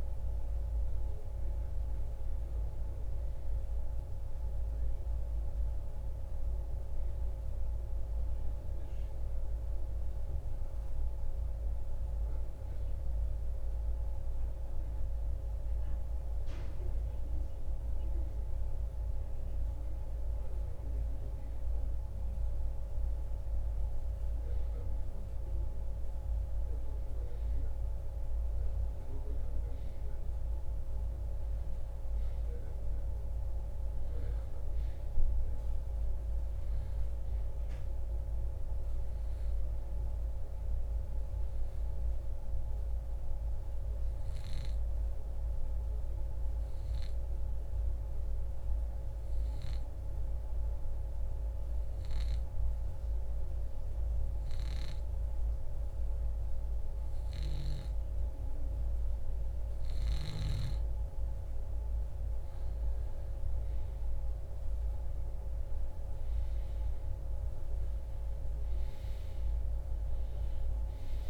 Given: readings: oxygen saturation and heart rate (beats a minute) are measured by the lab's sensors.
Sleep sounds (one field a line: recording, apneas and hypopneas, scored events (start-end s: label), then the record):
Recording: breathing in sleep, hard to hear, by a room microphone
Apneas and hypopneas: 2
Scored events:
0.00-10.50 s: oxygen desaturation (device-marked, oxygen 84% lowest, heart rate 62 extreme)
7.00-19.50 s: hypopnea (oxygen 92% before, 90% lowest, heart rate 75 before, 62 extreme, up 0 after)
22.00-27.50 s: arousal
30.50-64.50 s: oxygen desaturation (device-marked, oxygen 97% before, 90% lowest, heart rate 70 before, 60 extreme)
46.50-60.50 s: obstructive apnea (oxygen 97% before, 85% lowest, heart rate 66 before, 62 extreme, up 9 after)
65.00-69.50 s: arousal
From the record:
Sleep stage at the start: REM sleep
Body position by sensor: on the right side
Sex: male